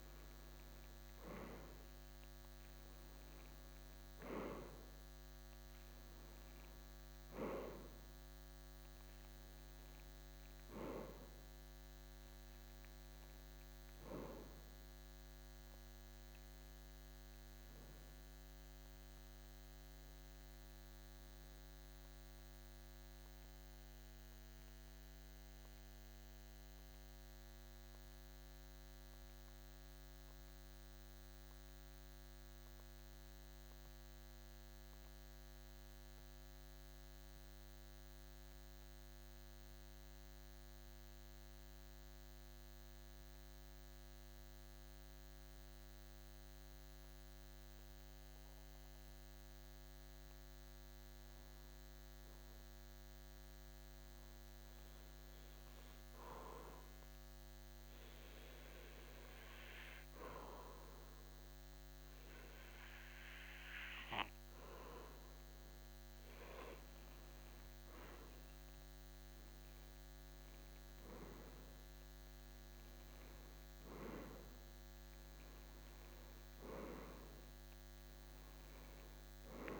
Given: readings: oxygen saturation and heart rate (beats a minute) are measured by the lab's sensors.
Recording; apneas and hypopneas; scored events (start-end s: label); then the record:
breathing in sleep by a microphone on the trachea; 1
8.50-36.50 s: oxygen desaturation (device-marked, oxygen 94% before, 90% lowest, heart rate 55 before, 51 extreme)
22.00-64.50 s: mixed apnea (oxygen 94% before, 89% lowest, heart rate 55 before, 50 extreme, up 2 after)
66.50-71.00 s: arousal
From the record:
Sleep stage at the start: N2 (light sleep); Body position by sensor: on the back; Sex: male